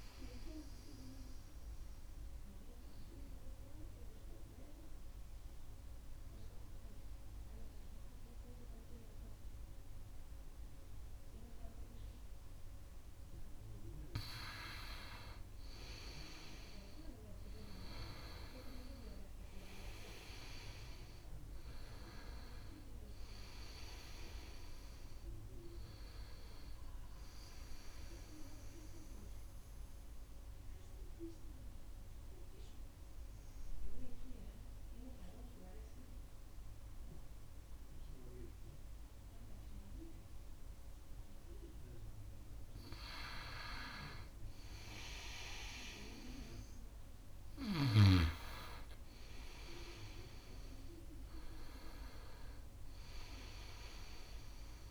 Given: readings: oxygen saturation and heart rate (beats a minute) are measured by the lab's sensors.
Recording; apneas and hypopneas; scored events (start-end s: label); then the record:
breathing in sleep by a room microphone; 2
0.00-8.00 s: oxygen desaturation (device-marked, oxygen 92% lowest, heart rate 65 extreme)
3.00-14.00 s: mixed apnea (oxygen 97% before, 90% lowest, heart rate 74 before, 64 extreme, up 3 after)
16.50-20.50 s: arousal
21.00-39.00 s: oxygen desaturation (device-marked, oxygen 97% before, 90% lowest, heart rate 70 before, 64 extreme)
29.00-42.50 s: mixed apnea (oxygen 97% before, 89% lowest, heart rate 70 before, 64 extreme, up 7 after)
48.00-52.00 s: arousal
53.00-54.91 s: oxygen desaturation (device-marked, oxygen 97% before, 91% lowest, heart rate 68 before, 67 extreme)
From the record:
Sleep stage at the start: N2 (light sleep); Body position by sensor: on the right side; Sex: male